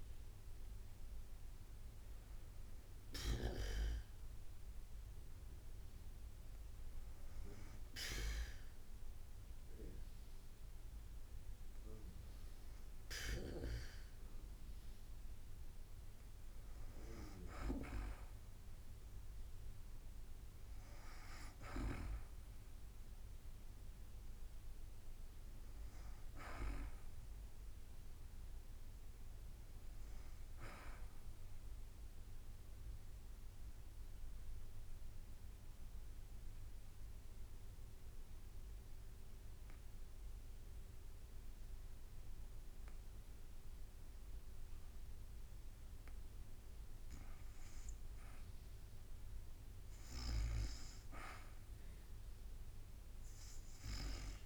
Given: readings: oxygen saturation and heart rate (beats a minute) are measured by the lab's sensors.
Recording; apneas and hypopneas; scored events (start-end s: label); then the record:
breathing in sleep by a room microphone; 1
12.00-24.00 s: drop in pulse transit time (device-marked, heart rate 52 before, 53 extreme)
31.00-45.50 s: obstructive apnea (oxygen 98% before, 81% lowest, heart rate 53 before, 53 extreme, up 2 after)
36.00-47.00 s: drop in pulse transit time (device-marked, heart rate 53 before, 53 extreme)
36.00-54.46 s: new sleep stage, REM sleep
49.00-52.00 s: arousal
From the record:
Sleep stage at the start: N2 (light sleep); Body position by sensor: on the back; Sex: female